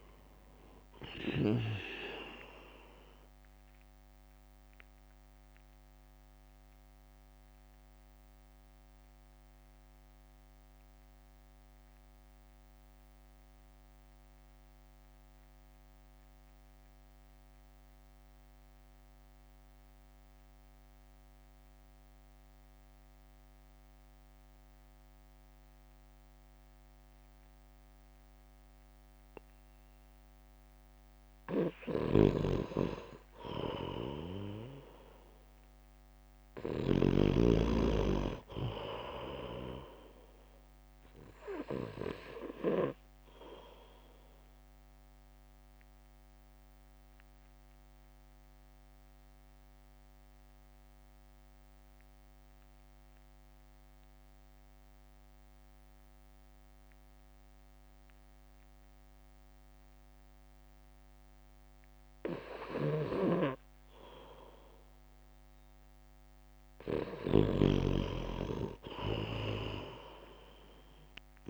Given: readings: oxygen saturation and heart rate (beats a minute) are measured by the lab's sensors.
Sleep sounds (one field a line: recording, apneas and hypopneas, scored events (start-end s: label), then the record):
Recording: breathing in sleep by a microphone on the trachea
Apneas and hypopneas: 2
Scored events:
0.00-12.00 s: drop in pulse transit time (device-marked, heart rate 55 extreme)
4.50-31.00 s: mixed apnea (oxygen 98% before, 91% lowest, heart rate 60 before, 48 extreme, up 1 after)
18.00-28.00 s: oxygen desaturation (device-marked, oxygen 95% before, 91% lowest, heart rate 56 before, 48 extreme)
32.00-37.00 s: snoring (device-marked)
32.50-36.00 s: arousal
38.00-50.00 s: drop in pulse transit time (device-marked, heart rate 59 before, 48 extreme)
39.00-54.00 s: oxygen desaturation (device-marked, oxygen 97% before, 92% lowest, heart rate 59 before, 48 extreme)
42.00-64.00 s: obstructive apnea (oxygen 97% before, 91% lowest, heart rate 59 before, 48 extreme, up 4 after)
67.00-71.50 s: snoring (device-marked)
68.00-71.50 s: arousal
70.00-71.50 s: oxygen desaturation (device-marked, oxygen 96% before, 92% lowest, heart rate 58 before, 52 extreme)
From the record:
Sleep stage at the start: N2 (light sleep)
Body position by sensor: on the right side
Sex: male